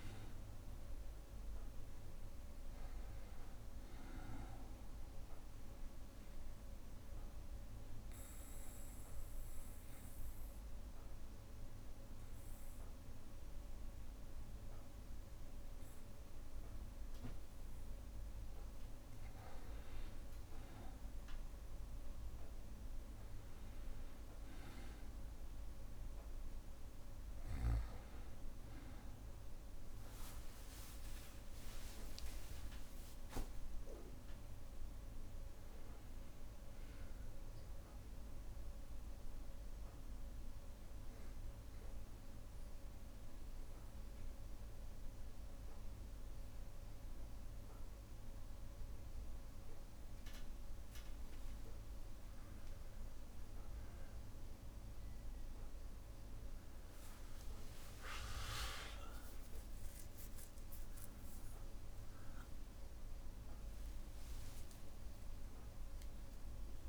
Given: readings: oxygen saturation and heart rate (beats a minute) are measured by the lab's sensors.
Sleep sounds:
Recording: breathing in sleep, hard to hear, by a room microphone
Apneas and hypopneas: 2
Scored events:
6.50-18.00 s: obstructive apnea (oxygen 98% before, 94% lowest, heart rate 62 before, 60 extreme, up 3 after)
20.50-23.50 s: arousal
32.00-36.00 s: arousal
40.00-52.00 s: mixed apnea (oxygen 97% before, 95% lowest, heart rate 63 before, 60 extreme, up 3 after)
54.50-66.89 s: new sleep stage, awake
From the record:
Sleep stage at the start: N2 (light sleep)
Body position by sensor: on the back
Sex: male

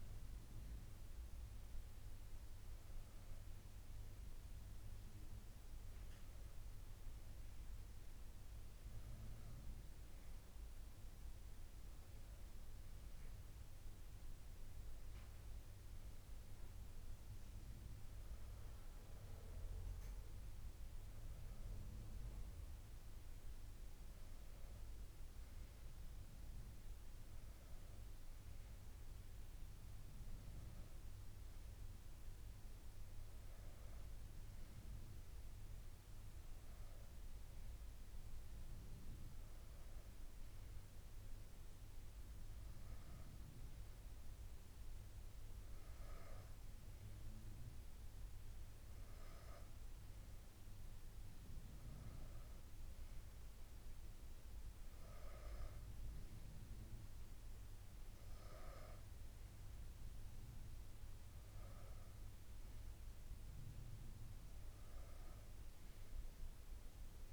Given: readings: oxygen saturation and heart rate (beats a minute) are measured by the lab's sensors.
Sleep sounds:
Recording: breathing in sleep, hard to hear, by a room microphone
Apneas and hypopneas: none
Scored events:
none scored
From the record:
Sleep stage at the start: N2 (light sleep)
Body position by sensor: on the back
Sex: female

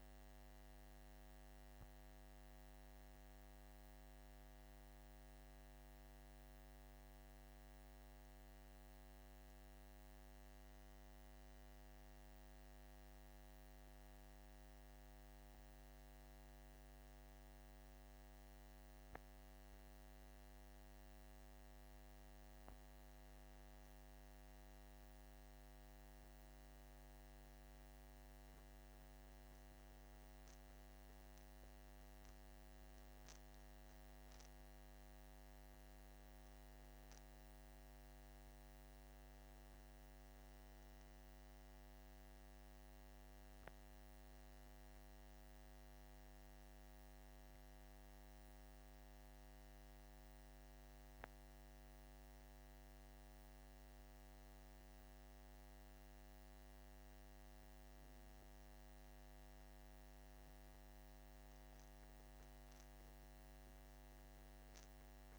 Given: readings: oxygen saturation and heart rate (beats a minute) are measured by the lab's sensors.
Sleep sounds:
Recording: breathing in sleep, hard to hear, by a microphone on the trachea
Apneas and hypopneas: 2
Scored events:
0.00-8.00 s: oxygen desaturation (device-marked, oxygen 94% lowest, heart rate 46 extreme)
3.00-24.00 s: hypopnea (oxygen 98% before, 94% lowest, heart rate 52 before, 45 extreme, up 10 after)
26.00-54.00 s: oxygen desaturation (device-marked, oxygen 98% before, 94% lowest, heart rate 49 before, 45 extreme)
28.50-32.50 s: arousal
42.00-58.50 s: hypopnea (oxygen 98% before, 94% lowest, heart rate 53 before, 47 extreme, up 10 after)
61.50-65.38 s: arousal
From the record:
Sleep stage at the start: N2 (light sleep)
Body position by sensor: on the back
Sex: male

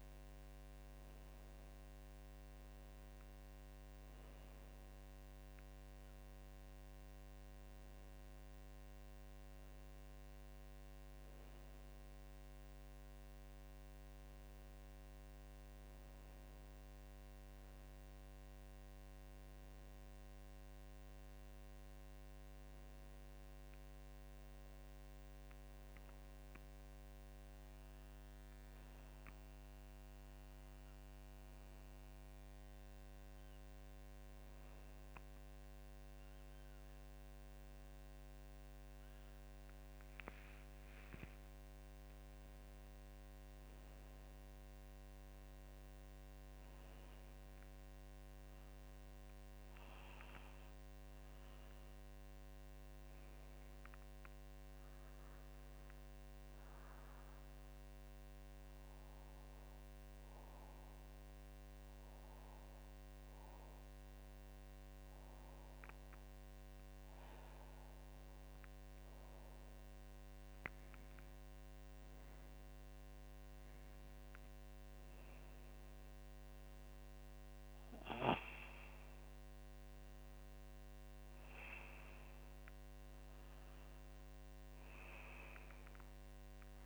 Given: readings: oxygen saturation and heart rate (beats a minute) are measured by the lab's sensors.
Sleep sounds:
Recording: breathing in sleep, hard to hear, by a microphone on the trachea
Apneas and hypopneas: none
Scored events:
40.00-44.00 s: arousal
From the record:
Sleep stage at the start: N2 (light sleep)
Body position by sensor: on the back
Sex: female

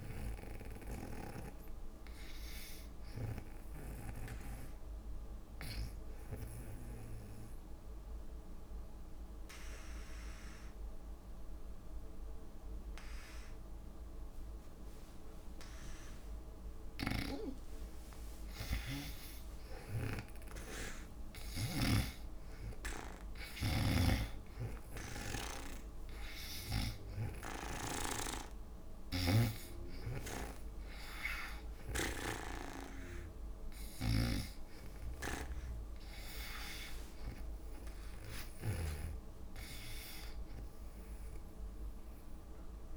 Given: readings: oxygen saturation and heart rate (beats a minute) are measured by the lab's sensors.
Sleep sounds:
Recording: breathing in sleep by a room microphone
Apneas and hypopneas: 1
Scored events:
0.00-4.00 s: oxygen desaturation (device-marked, oxygen 82% lowest, heart rate 64 extreme)
6.50-18.50 s: obstructive apnea (oxygen 97% before, 89% lowest, heart rate 70 before, 66 extreme, up 9 after)
14.00-26.00 s: drop in pulse transit time (device-marked, heart rate 69 before, 67 extreme)
17.00-39.00 s: snoring (device-marked)
19.50-23.00 s: arousal
22.00-36.00 s: oxygen desaturation (device-marked, oxygen 98% before, 89% lowest, heart rate 68 before, 65 extreme)
From the record:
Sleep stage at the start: N2 (light sleep)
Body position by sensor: on the back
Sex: female

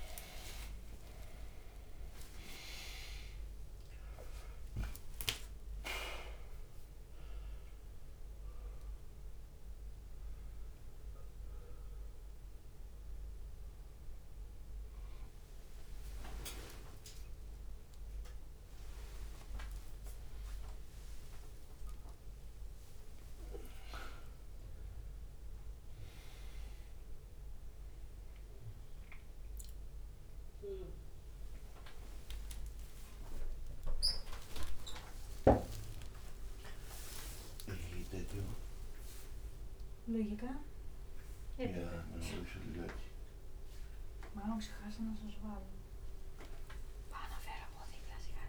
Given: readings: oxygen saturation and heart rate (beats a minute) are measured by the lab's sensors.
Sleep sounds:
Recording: a person awake in a sleep study, by a room microphone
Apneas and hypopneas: none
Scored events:
0.00-1.00 s: long interval between heartbeats (device-marked, heart rate 34 extreme)
0.00-16.00 s: bradycardia (device-marked)
3.00-9.00 s: oxygen desaturation (device-marked, oxygen 98% before, 94% lowest)
5.00-7.00 s: long interval between heartbeats (device-marked, heart rate 80 before, 40 extreme)
16.00-18.00 s: long interval between heartbeats (device-marked, heart rate 36 before, 32 extreme)
17.00-22.00 s: tachycardia (device-marked, heart rate 73 before, 158 extreme)
19.50-21.50 s: long interval between heartbeats (device-marked, heart rate 38 before, 63 extreme)
20.00-23.00 s: drop in pulse transit time (device-marked, heart rate 40 before, 158 extreme)
21.50-23.50 s: long interval between heartbeats (device-marked, heart rate 45 before, 158 extreme)
24.00-26.00 s: long interval between heartbeats (device-marked, heart rate 59 before, 89 extreme)
26.00-28.00 s: long interval between heartbeats (device-marked, heart rate 65 before, 75 extreme)
29.00-33.00 s: bradycardia (device-marked, heart rate 73 before, 44 extreme)
29.50-31.50 s: long interval between heartbeats (device-marked, heart rate 71 before, 67 extreme)
33.00-35.00 s: long interval between heartbeats (device-marked, heart rate 76 before, 49 extreme)
35.00-42.00 s: drop in pulse transit time (device-marked, heart rate 79 before, 59 extreme)
36.00-38.00 s: long interval between heartbeats (device-marked, heart rate 82 before, 75 extreme)
38.00-42.50 s: snoring (device-marked)
39.00-41.00 s: long interval between heartbeats (device-marked, heart rate 88 before, 86 extreme)
45.00-48.49 s: bradycardia (device-marked)
48.00 s: drop in pulse transit time (device-marked)
From the record:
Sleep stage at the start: awake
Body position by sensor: upright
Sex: male

